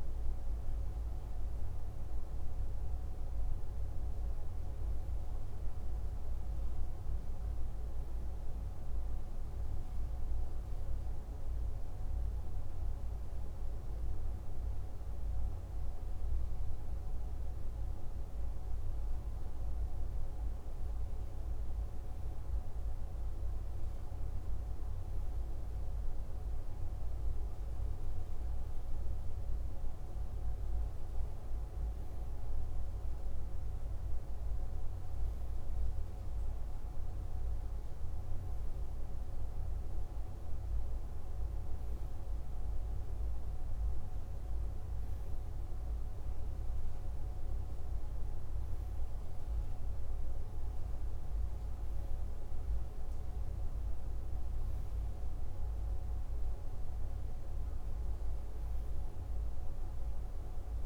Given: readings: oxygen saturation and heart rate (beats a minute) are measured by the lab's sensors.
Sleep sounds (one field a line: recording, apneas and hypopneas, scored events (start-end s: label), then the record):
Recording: breathing in sleep, hard to hear, by a room microphone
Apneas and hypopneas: none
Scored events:
none scored
From the record:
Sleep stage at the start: N2 (light sleep)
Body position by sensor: on the left side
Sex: male